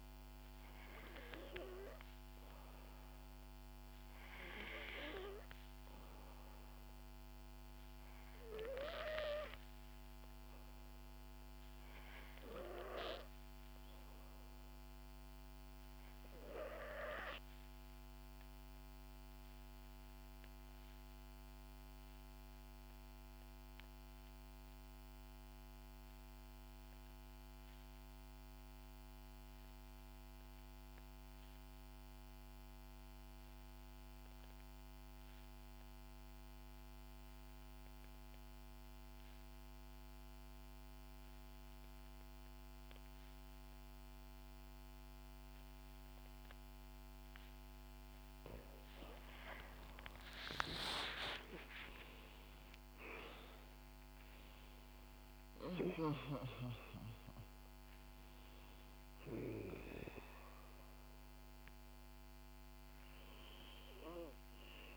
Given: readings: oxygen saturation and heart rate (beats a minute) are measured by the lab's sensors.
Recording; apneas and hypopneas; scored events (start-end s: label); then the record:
breathing in sleep by a microphone on the trachea; 1
13.50-16.50 s: arousal
18.00-47.50 s: obstructive apnea (oxygen 92% before, 79% lowest, heart rate 68 before, 63 extreme, up 5 after)
36.00-64.97 s: oxygen desaturation (device-marked, oxygen 91% before, 79% lowest, heart rate 66 before, 62 extreme)
49.50-55.00 s: arousal
50.50-56.00 s: snoring (device-marked)
From the record:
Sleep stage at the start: N2 (light sleep); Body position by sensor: on the back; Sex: female